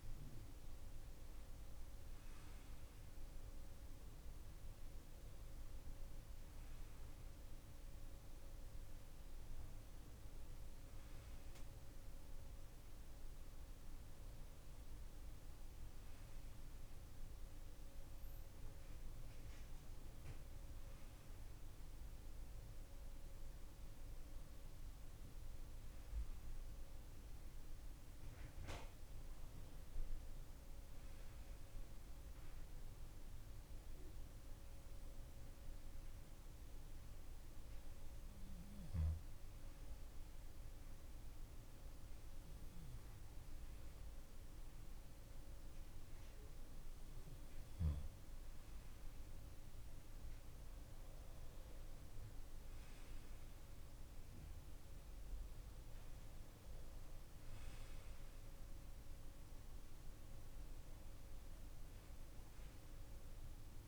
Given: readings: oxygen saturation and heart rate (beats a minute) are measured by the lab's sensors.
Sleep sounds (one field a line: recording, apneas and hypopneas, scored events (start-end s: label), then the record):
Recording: breathing in sleep, hard to hear, by a room microphone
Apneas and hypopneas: none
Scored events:
none scored
From the record:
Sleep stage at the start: N2 (light sleep)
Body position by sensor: on the left side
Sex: male